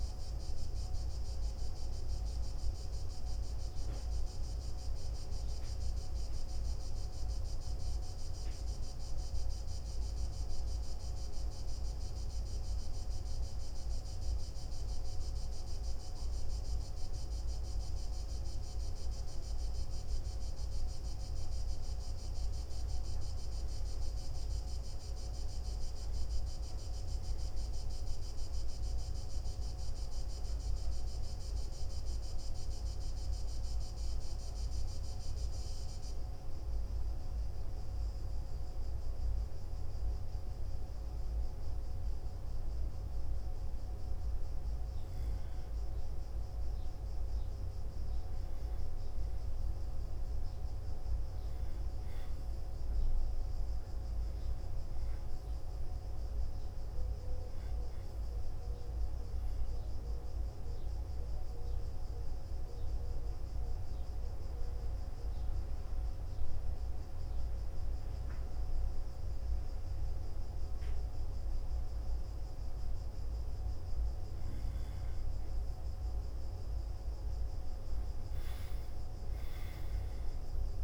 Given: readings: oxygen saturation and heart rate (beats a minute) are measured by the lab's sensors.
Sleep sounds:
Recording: breathing in sleep, hard to hear, by a room microphone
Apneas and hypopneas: 3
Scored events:
9.50-19.50 s: central apnea (oxygen 97% before, 94% lowest, heart rate 61 before, 61 extreme, up 2 after)
21.00-25.50 s: arousal
32.00-42.00 s: central apnea (oxygen 97% before, 94% lowest, heart rate 62 before, 60 extreme, up 0 after)
47.50-51.50 s: arousal
62.00-74.00 s: hypopnea (oxygen 97% before, 94% lowest, heart rate 61 before, 58 extreme)
78.50-80.84 s: arousal
From the record:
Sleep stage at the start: N1 (lightest sleep)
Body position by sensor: on the back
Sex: male

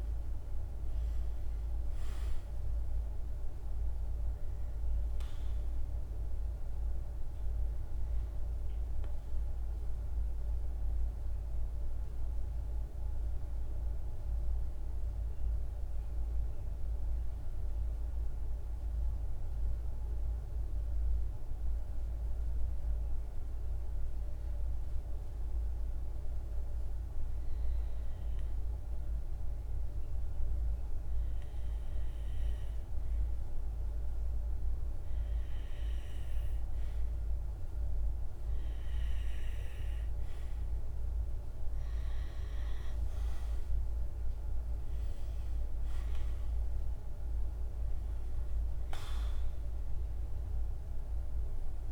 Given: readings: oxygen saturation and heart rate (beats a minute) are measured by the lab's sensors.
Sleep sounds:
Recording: breathing in sleep, hard to hear, by a room microphone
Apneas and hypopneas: 1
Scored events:
0.00-14.00 s: oxygen desaturation (device-marked, oxygen 91% lowest, heart rate 54 extreme)
9.50-23.50 s: central apnea (oxygen 98% before, 92% lowest, heart rate 59 before, 54 extreme, up 0 after)
26.00-31.00 s: arousal
29.00-51.92 s: oxygen desaturation (device-marked, oxygen 99% before, 92% lowest, heart rate 56 before, 51 extreme)
From the record:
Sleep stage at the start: N2 (light sleep)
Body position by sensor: on the right side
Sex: male

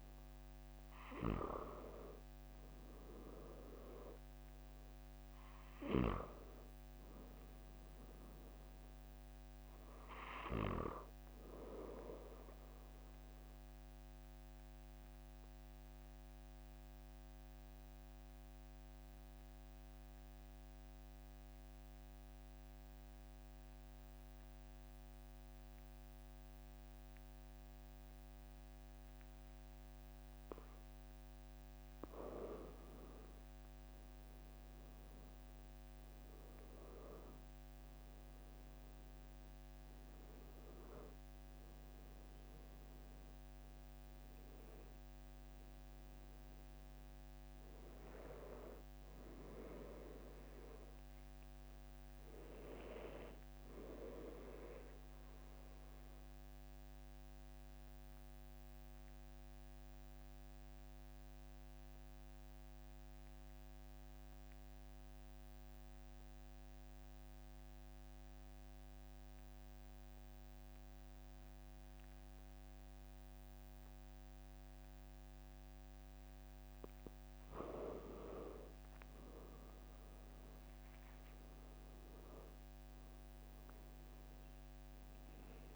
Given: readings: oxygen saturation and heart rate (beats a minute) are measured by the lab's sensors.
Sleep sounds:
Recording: breathing in sleep by a microphone on the trachea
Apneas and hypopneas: 2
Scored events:
0.00-1.00 s: arousal
13.00-31.50 s: obstructive apnea (oxygen 97% before, 93% lowest, heart rate 44 before, 43 extreme, up 3 after)
34.00-39.00 s: arousal
55.50-76.00 s: obstructive apnea (oxygen 96% before, 93% lowest, heart rate 46 before, 42 extreme, up 3 after)
78.50-84.00 s: arousal
From the record:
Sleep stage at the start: REM sleep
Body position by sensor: on the back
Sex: male

